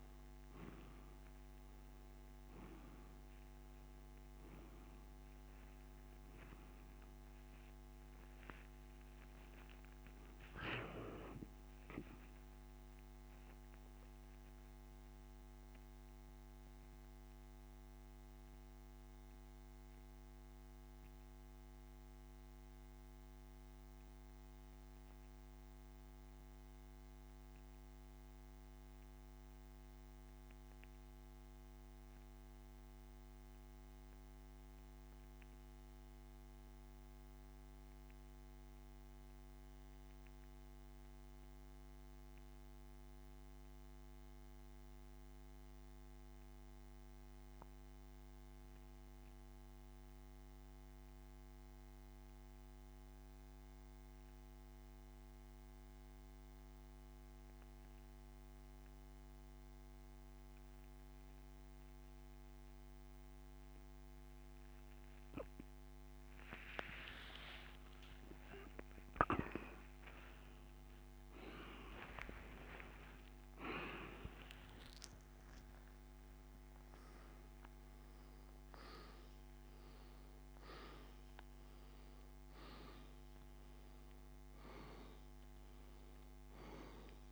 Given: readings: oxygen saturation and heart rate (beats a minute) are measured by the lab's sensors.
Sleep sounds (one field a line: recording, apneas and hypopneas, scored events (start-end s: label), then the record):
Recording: breathing in sleep by a microphone on the trachea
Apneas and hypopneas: 1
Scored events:
0.00-50.00 s: oxygen desaturation (device-marked, oxygen 87% lowest)
13.50-64.50 s: mixed apnea (oxygen 97% before, 86% lowest)
68.50-74.50 s: arousal
75.00-85.00 s: oxygen desaturation (device-marked, oxygen 97% before, 94% lowest, heart rate 46 before, 27 extreme)
From the record:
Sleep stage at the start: N2 (light sleep)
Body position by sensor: on the back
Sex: male